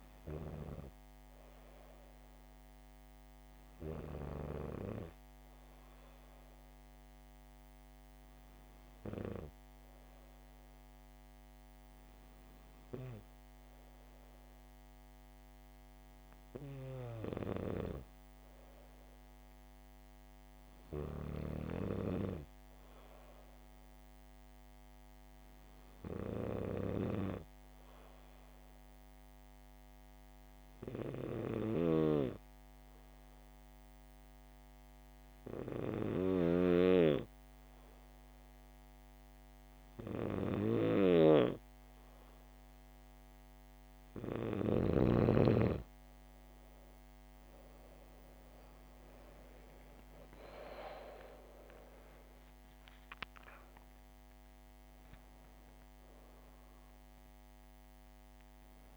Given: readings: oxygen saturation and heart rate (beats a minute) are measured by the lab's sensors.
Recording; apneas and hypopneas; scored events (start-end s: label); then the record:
breathing in sleep by a microphone on the trachea; 1
31.00-44.00 s: hypopnea (oxygen 97% before, 93% lowest, heart rate 67 before, 67 extreme, up 8 after)
45.50-58.96 s: oxygen desaturation (device-marked, oxygen 96% before, 93% lowest, heart rate 67 before, 69 extreme)
48.00-53.50 s: arousal
From the record:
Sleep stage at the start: N2 (light sleep); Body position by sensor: on the back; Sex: female